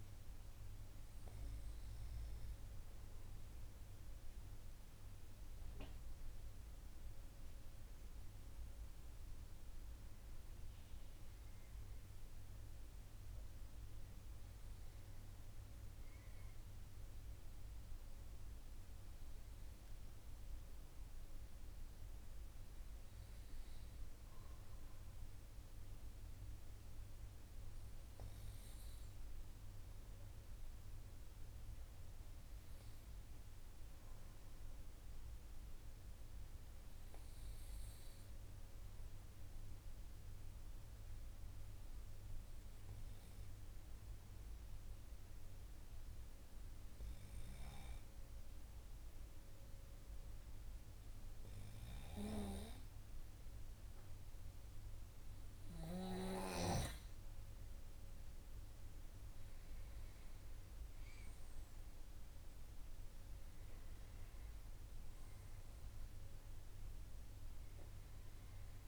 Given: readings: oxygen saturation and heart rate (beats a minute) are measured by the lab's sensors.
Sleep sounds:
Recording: breathing in sleep, hard to hear, by a room microphone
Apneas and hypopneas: 1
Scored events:
39.50-55.50 s: hypopnea (oxygen 96% before, 95% lowest, heart rate 53 before, 52 extreme, up 3 after)
57.50-61.00 s: arousal
From the record:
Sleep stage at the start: N2 (light sleep)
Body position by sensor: on the right side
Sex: male

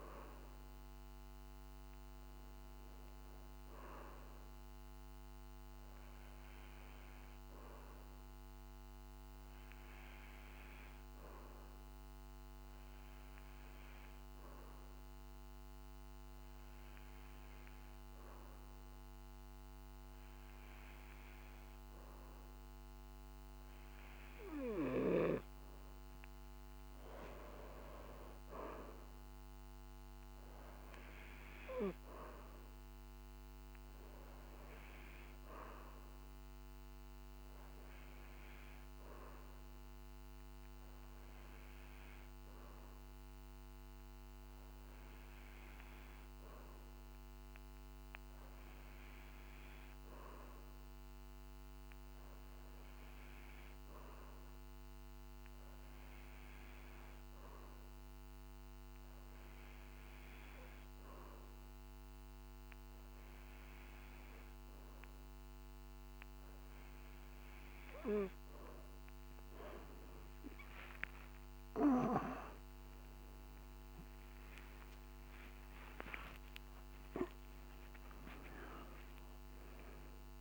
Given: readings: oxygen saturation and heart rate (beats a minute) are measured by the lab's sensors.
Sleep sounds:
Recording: breathing in sleep by a microphone on the trachea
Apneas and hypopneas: 2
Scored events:
6.50-23.00 s: hypopnea (oxygen 95% before, 93% lowest, heart rate 51 before, 48 extreme, up 5 after)
27.00-31.50 s: arousal
41.50-67.00 s: hypopnea (oxygen 95% before, 93% lowest, heart rate 51 before, 50 extreme, up 13 after)
71.00-76.50 s: arousal
From the record:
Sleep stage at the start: N2 (light sleep)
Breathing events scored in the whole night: 163 in 6.0 hours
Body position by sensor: on the back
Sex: male

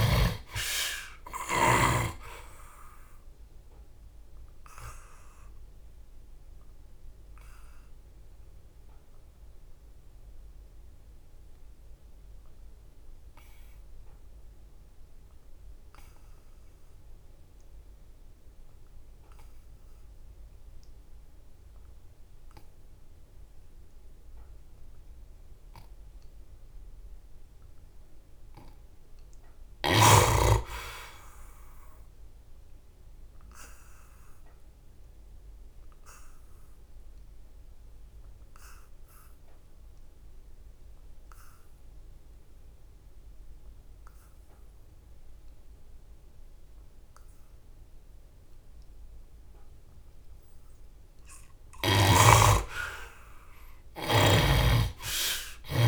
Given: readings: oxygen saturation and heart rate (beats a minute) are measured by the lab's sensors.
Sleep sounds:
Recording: breathing in sleep by a room microphone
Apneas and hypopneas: 2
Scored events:
0.00-1.50 s: snoring (device-marked)
0.00-17.50 s: oxygen desaturation (device-marked, oxygen 52% lowest, heart rate 68 extreme)
3.00-26.00 s: obstructive apnea (oxygen 90% before, 52% lowest, heart rate 78 before, 68 extreme, up 7 after)
27.50-30.00 s: arousal
32.50-46.50 s: oxygen desaturation (device-marked, oxygen 86% before, 60% lowest, heart rate 69 before, 70 extreme)
33.00-50.00 s: obstructive apnea (oxygen 95% before, 60% lowest, heart rate 69 before, 69 extreme, up 12 after)
52.00-55.88 s: arousal
From the record:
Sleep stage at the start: N2 (light sleep)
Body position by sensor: on the back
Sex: male

